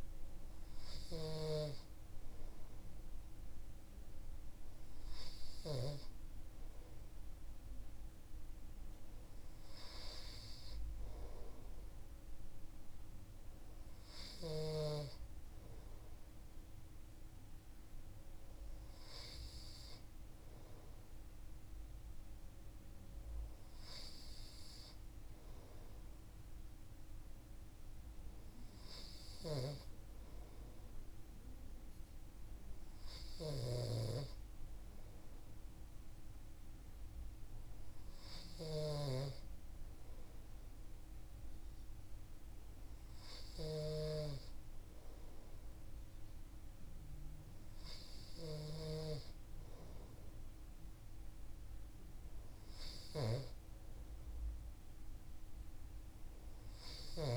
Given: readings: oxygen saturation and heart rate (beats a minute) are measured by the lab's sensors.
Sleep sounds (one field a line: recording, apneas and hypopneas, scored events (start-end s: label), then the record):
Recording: breathing in sleep by a room microphone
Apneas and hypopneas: none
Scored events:
0.50-5.50 s: snoring (device-marked)
29.00-57.36 s: snoring (device-marked)
From the record:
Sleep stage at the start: N2 (light sleep)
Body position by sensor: on the right side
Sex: male